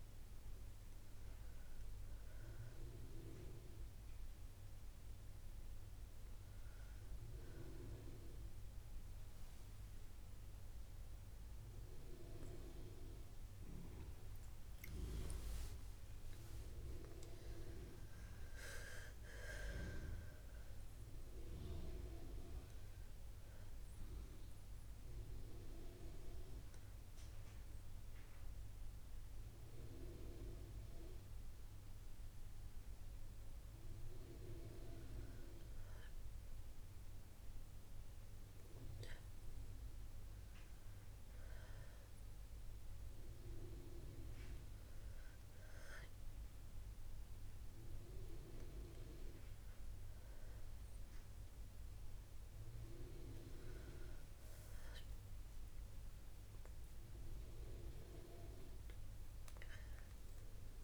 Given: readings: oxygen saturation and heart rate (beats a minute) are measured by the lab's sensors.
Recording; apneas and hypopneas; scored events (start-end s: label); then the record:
breathing in sleep by a room microphone; 1
11.00-15.00 s: arousal
23.00-38.00 s: oxygen desaturation (device-marked, oxygen 94% before, 87% lowest, heart rate 62 before, 58 extreme)
24.00-34.50 s: hypopnea (oxygen 94% before, 87% lowest, heart rate 62 before, 58 extreme, up 2 after)
36.50-40.50 s: arousal
40.00-50.00 s: oxygen desaturation (device-marked, oxygen 99% before, 94% lowest, heart rate 60 before, 61 extreme)
From the record:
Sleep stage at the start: REM sleep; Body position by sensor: on the back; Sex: female